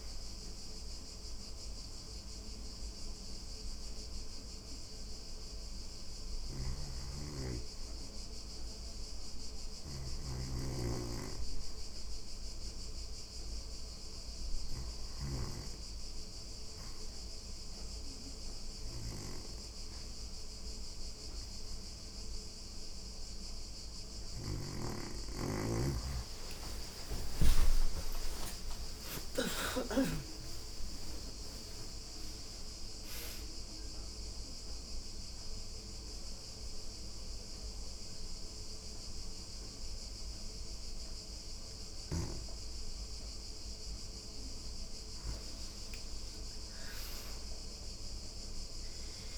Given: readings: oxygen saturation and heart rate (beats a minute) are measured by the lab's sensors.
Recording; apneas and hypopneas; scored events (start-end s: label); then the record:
breathing in sleep by a room microphone; 2
0.00-11.00 s: oxygen desaturation (device-marked, oxygen 79% lowest, heart rate 84 extreme)
5.50-14.50 s: snoring (device-marked)
13.00-22.00 s: oxygen desaturation (device-marked, oxygen 86% before, 81% lowest, heart rate 87 before, 84 extreme)
14.00-24.00 s: obstructive apnea (oxygen 96% before, 81% lowest, heart rate 87 before, 84 extreme, up 11 after)
23.50-29.50 s: snoring (device-marked)
25.00-29.50 s: arousal
33.50-43.50 s: mixed apnea (oxygen 86% before, 81% lowest, heart rate 93 before, 146 extreme, up 24 after)
44.00-48.00 s: arousal
From the record:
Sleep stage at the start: REM sleep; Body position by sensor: on the back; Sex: female